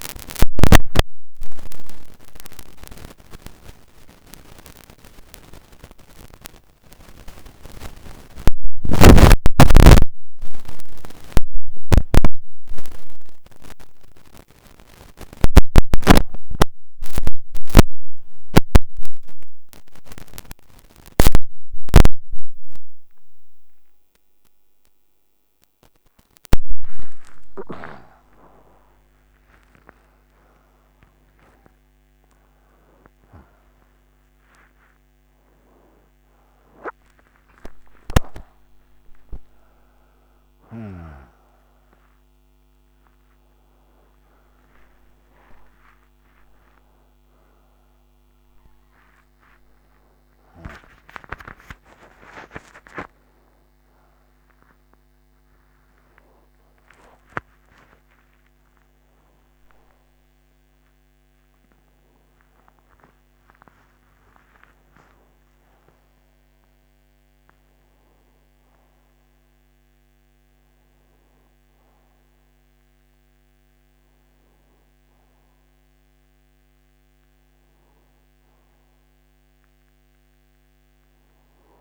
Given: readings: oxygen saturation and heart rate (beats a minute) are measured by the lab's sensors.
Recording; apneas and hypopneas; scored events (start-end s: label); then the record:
a person awake in a sleep study, by a microphone on the trachea; none
0.00-5.50 s: oxygen desaturation (device-marked, oxygen 91% lowest, heart rate 81 extreme)
12.50-23.50 s: oxygen desaturation (device-marked, oxygen 93% before, 89% lowest, heart rate 100 before, 82 extreme)
68.50-81.81 s: new sleep stage, N1 (lightest sleep)
From the record:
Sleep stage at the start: awake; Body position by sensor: on the right side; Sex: male